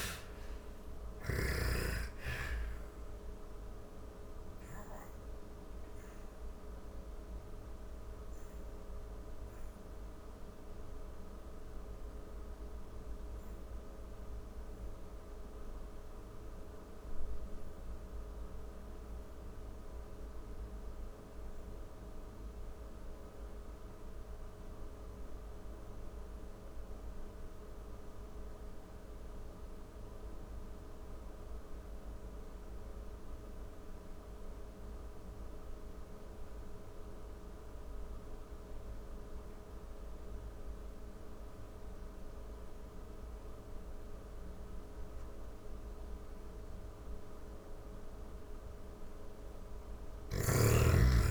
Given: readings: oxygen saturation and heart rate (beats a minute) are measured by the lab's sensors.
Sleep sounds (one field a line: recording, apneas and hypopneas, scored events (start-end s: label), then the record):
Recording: breathing in sleep, hard to hear, by a room microphone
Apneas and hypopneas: 1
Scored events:
0.00-22.00 s: oxygen desaturation (device-marked, oxygen 79% lowest, heart rate 40 extreme)
5.00-46.50 s: obstructive apnea (oxygen 98% before, 72% lowest)
36.00-51.31 s: oxygen desaturation (device-marked, oxygen 98% before, 72% lowest)
49.00-51.31 s: arousal
From the record:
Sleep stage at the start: N2 (light sleep)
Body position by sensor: on the back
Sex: female